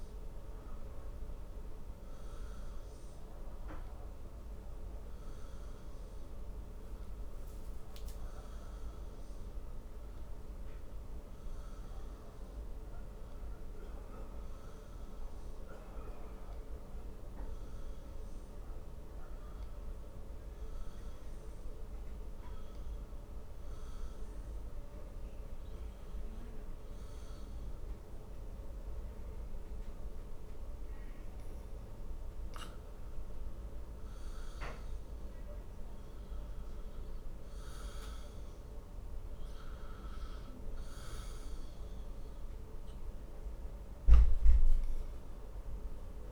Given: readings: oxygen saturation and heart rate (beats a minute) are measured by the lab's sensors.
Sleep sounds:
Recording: breathing in sleep, hard to hear, by a room microphone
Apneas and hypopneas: 1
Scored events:
0.00-1.00 s: arousal
5.50-46.32 s: new sleep stage, N2 (light sleep)
22.50-34.00 s: hypopnea (oxygen 94% before, 91% lowest, heart rate 66 before, 55 extreme, up 5 after)
35.50-39.50 s: arousal
From the record:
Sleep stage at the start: N1 (lightest sleep)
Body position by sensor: on the back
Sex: male

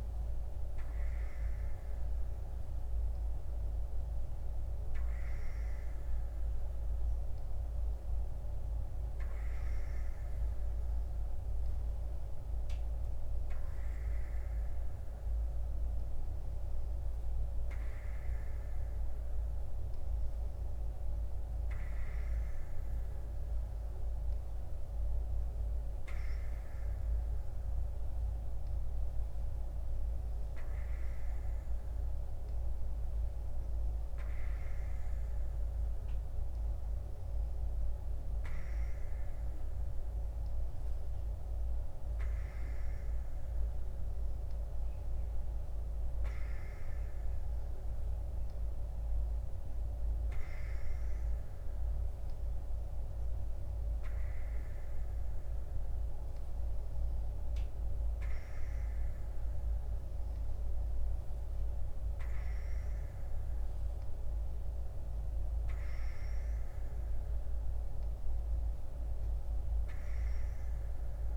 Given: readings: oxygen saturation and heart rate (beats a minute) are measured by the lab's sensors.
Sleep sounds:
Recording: breathing in sleep, hard to hear, by a room microphone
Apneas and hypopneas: none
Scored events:
none scored
From the record:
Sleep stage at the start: N2 (light sleep)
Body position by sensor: on the right side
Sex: female

